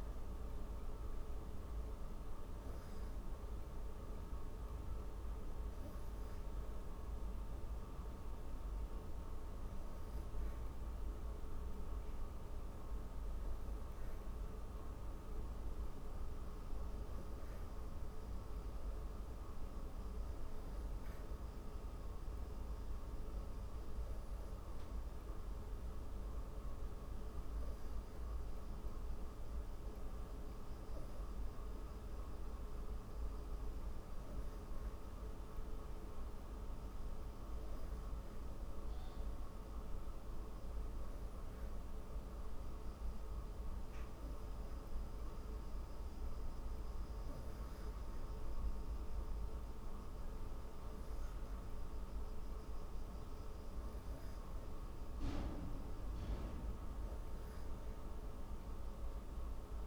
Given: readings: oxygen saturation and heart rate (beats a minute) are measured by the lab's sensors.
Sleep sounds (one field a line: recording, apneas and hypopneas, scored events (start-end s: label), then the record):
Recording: breathing in sleep, hard to hear, by a room microphone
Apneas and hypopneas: none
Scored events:
none scored
From the record:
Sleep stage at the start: N3 (deep sleep)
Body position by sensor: on the back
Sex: female